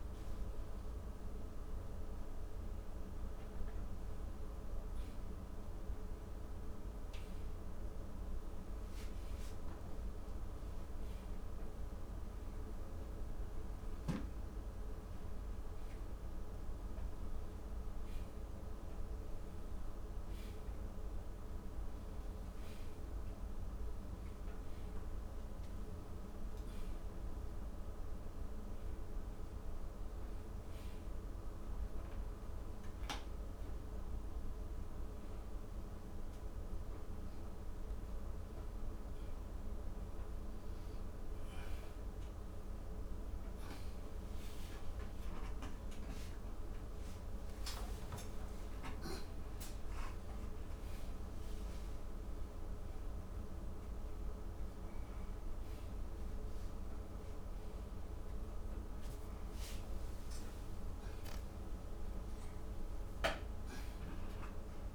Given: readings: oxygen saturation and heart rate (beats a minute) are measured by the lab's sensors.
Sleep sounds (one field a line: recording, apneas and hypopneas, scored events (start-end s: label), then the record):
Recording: breathing in sleep, hard to hear, by a room microphone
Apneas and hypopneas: none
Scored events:
35.00-39.50 s: arousal
From the record:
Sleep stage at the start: N1 (lightest sleep)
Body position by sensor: upright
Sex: male